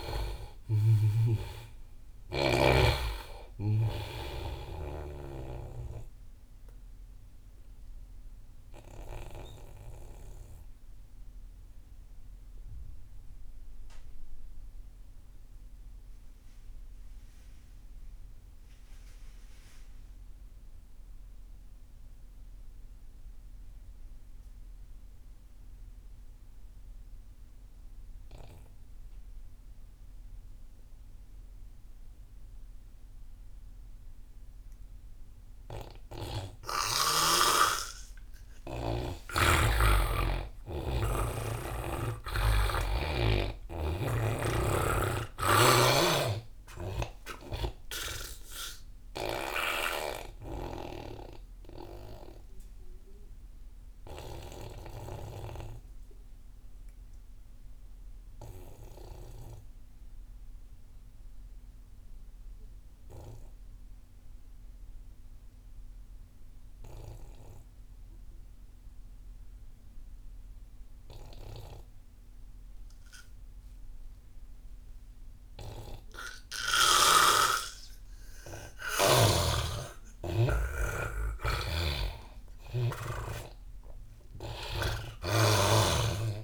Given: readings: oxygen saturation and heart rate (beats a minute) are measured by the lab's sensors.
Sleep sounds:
breathing in sleep by a room microphone; 2
0.00-1.00 s: arousal
0.00-3.00 s: snoring (device-marked)
0.00-19.50 s: oxygen desaturation (device-marked, oxygen 84% lowest)
6.00-38.00 s: obstructive apnea (oxygen 98% before, 83% lowest)
32.50-62.50 s: oxygen desaturation (device-marked, oxygen 99% before, 83% lowest)
39.50-43.50 s: arousal
50.00-77.00 s: obstructive apnea (oxygen 99% before, 83% lowest)
73.50-86.44 s: oxygen desaturation (device-marked, oxygen 99% before, 83% lowest)
79.00-83.50 s: arousal
82.00-86.44 s: snoring (device-marked)
From the record:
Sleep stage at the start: N2 (light sleep); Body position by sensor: on the back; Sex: male

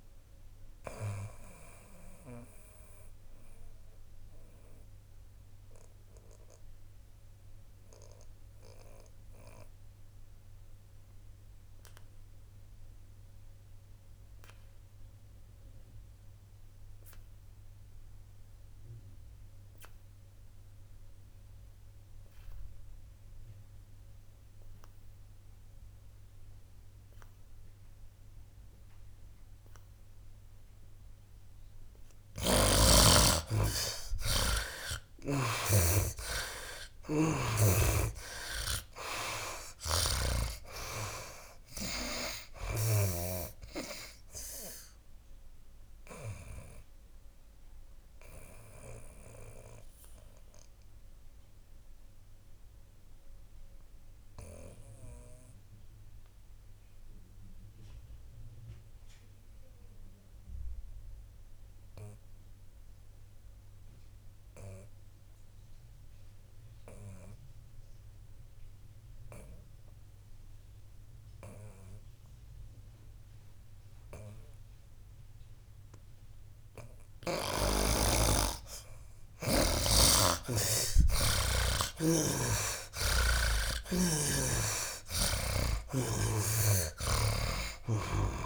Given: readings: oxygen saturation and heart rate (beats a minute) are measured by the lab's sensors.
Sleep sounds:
breathing in sleep by a room microphone; 2
0.00-21.50 s: oxygen desaturation (device-marked, oxygen 71% lowest, heart rate 64 extreme)
0.50-32.00 s: mixed apnea (oxygen 98% before, 71% lowest, heart rate 76 before, 64 extreme, up 16 after)
30.50-65.50 s: oxygen desaturation (device-marked, oxygen 99% before, 71% lowest, heart rate 69 before, 65 extreme)
32.00-35.50 s: snoring (device-marked)
36.50-40.00 s: arousal
40.00-43.50 s: snoring (device-marked)
44.50-78.50 s: obstructive apnea (oxygen 99% before, 70% lowest, heart rate 72 before, 65 extreme, up 15 after)
67.50-88.46 s: oxygen desaturation (device-marked, oxygen 99% before, 70% lowest, heart rate 74 before, 63 extreme)
82.00-88.46 s: snoring (device-marked)
84.00-88.46 s: arousal
From the record:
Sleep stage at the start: N2 (light sleep); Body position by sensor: on the back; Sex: male

